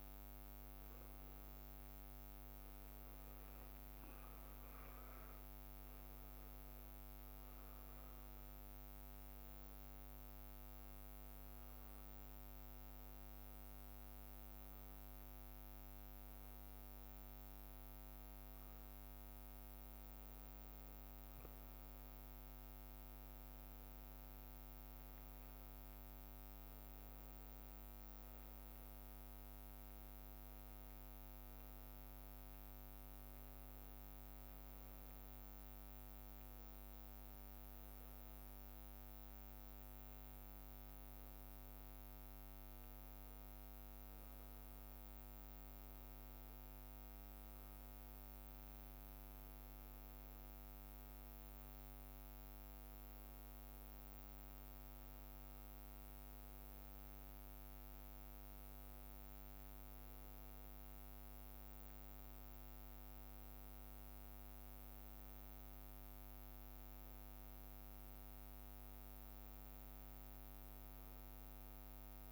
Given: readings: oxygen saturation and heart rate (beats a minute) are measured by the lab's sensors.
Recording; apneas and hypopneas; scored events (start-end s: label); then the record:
a person awake in a sleep study, hard to hear, by a microphone on the trachea; none
0.00-2.00 s: leg movement (device-marked)
3.50-5.50 s: leg movement (device-marked)
9.50-19.50 s: leg movement (device-marked)
23.50-25.50 s: leg movement (device-marked)
40.00-43.50 s: leg movement (device-marked)
From the record:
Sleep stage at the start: awake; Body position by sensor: on the back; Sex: male